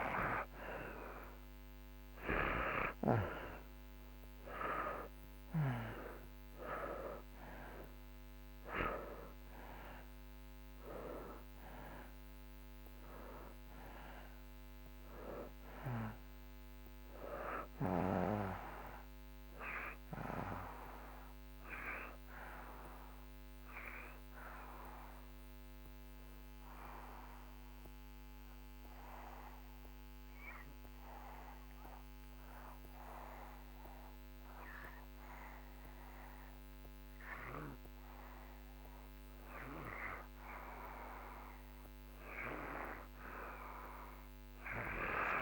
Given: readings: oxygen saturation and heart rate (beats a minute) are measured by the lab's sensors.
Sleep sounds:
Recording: breathing in sleep by a microphone on the trachea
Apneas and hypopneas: 1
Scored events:
2.50-36.50 s: oxygen desaturation (device-marked, oxygen 94% before, 81% lowest)
26.50-40.00 s: obstructive apnea (oxygen 94% before, 82% lowest)
44.00-45.42 s: arousal
From the record:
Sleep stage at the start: REM sleep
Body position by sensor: on the back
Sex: male

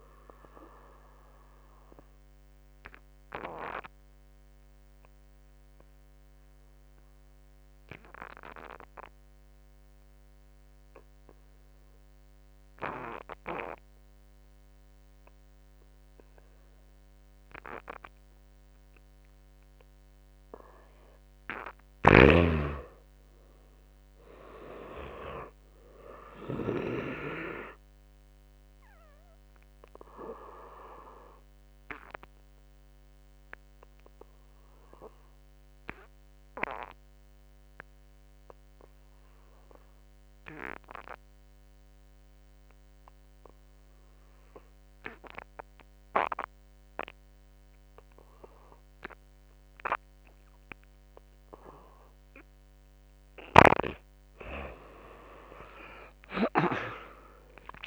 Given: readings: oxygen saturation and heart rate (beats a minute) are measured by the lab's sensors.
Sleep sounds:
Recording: breathing in sleep by a microphone on the trachea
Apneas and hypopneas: 2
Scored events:
2.00-20.50 s: obstructive apnea (oxygen 98% before, 83% lowest, heart rate 56 before, 49 extreme, up 15 after)
18.50-42.50 s: oxygen desaturation (device-marked, oxygen 95% before, 84% lowest, heart rate 53 before, 56 extreme)
22.00-24.50 s: arousal
24.50-44.50 s: drop in pulse transit time (device-marked, heart rate 54 before, 61 extreme)
27.00-51.50 s: obstructive apnea (oxygen 97% before, 83% lowest, heart rate 55 before, 47 extreme, up 15 after)
44.50-57.87 s: oxygen desaturation (device-marked, oxygen 96% before, 83% lowest, heart rate 64 before, 47 extreme)
53.00-56.50 s: snoring (device-marked)
55.00-57.87 s: arousal
From the record:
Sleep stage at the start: N2 (light sleep)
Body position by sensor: on the back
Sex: male

